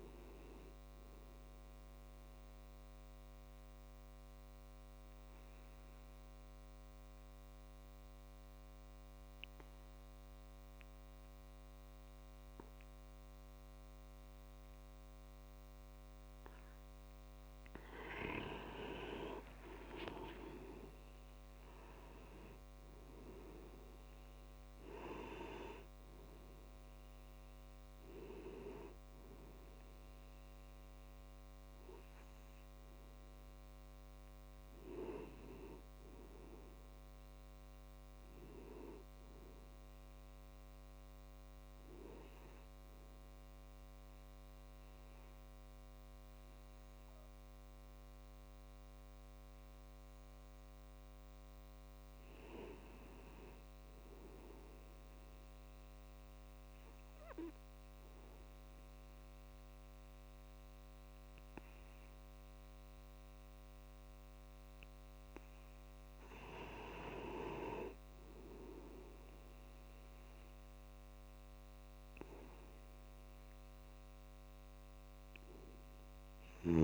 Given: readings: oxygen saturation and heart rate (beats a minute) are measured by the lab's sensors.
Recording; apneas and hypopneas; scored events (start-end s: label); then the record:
breathing in sleep by a microphone on the trachea; 3
0.00-5.50 s: oxygen desaturation (device-marked, oxygen 91% lowest)
3.00-17.00 s: obstructive apnea (oxygen 96% before, 90% lowest)
19.00-23.00 s: arousal
27.50-42.50 s: oxygen desaturation (device-marked, oxygen 96% before, 90% lowest)
40.00-51.00 s: hypopnea (oxygen 96% before, 91% lowest)
52.00-54.50 s: arousal
55.50-66.50 s: obstructive apnea (oxygen 97% before, 93% lowest)
68.50-71.00 s: arousal
From the record:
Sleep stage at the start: N2 (light sleep); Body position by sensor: on the back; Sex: male